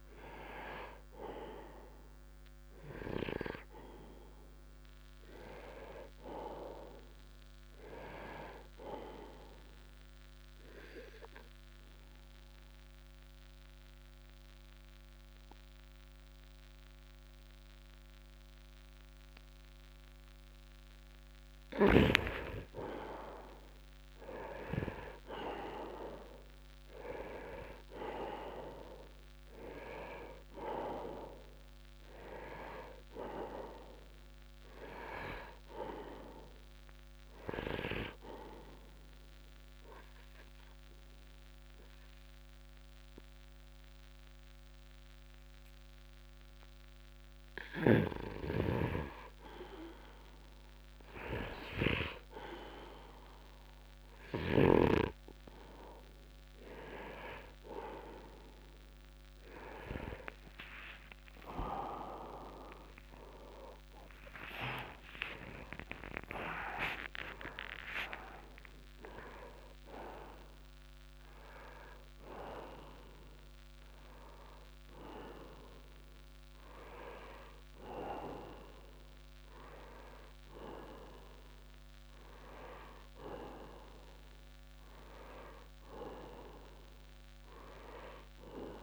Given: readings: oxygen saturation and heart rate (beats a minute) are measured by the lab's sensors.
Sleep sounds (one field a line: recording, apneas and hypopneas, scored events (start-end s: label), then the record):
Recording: breathing in sleep by a microphone on the trachea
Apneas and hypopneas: 2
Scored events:
10.50-21.50 s: obstructive apnea (oxygen 97% before, 85% lowest, heart rate 67 before, 62 extreme)
23.00-28.00 s: arousal
30.50-48.50 s: oxygen desaturation (device-marked, oxygen 97% before, 85% lowest, heart rate 65 before, 65 extreme)
38.50-49.50 s: obstructive apnea (oxygen 97% before, 85% lowest, heart rate 65 before, 65 extreme, up 2 after)
60.00-62.00 s: long interval between heartbeats (device-marked, heart rate 68 before, 71 extreme)
60.50-72.50 s: oxygen desaturation (device-marked, oxygen 99% before, 93% lowest, heart rate 68 before, 66 extreme)
62.00-68.00 s: arousal
64.00-66.00 s: long interval between heartbeats (device-marked, heart rate 69 before, 105 extreme)
67.00-69.00 s: long interval between heartbeats (device-marked, heart rate 75 before, 106 extreme)
From the record:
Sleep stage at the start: N2 (light sleep)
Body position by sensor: on the right side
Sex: male